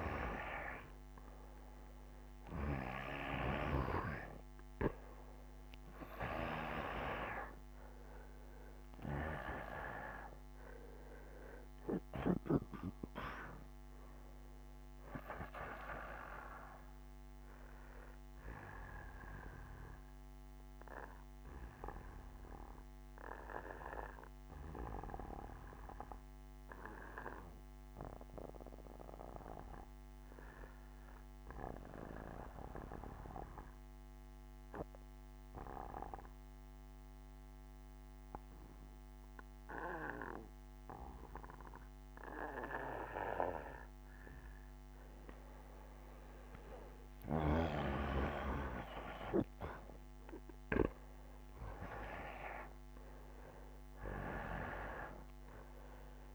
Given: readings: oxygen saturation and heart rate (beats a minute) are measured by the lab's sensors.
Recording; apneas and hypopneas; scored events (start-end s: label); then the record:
breathing in sleep by a microphone on the trachea; 1
0.00-2.00 s: arousal
2.00-19.00 s: oxygen desaturation (device-marked, oxygen 95% before, 89% lowest, heart rate 66 before, 65 extreme)
7.00-56.35 s: new sleep stage, N2 (light sleep)
20.50-41.00 s: obstructive apnea (oxygen 95% before, 87% lowest, heart rate 70 before, 65 extreme, up 15 after)
44.00-49.50 s: arousal
44.00-56.35 s: oxygen desaturation (device-marked, oxygen 96% before, 87% lowest, heart rate 68 before, 64 extreme)
From the record:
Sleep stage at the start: N1 (lightest sleep); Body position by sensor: on the back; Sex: male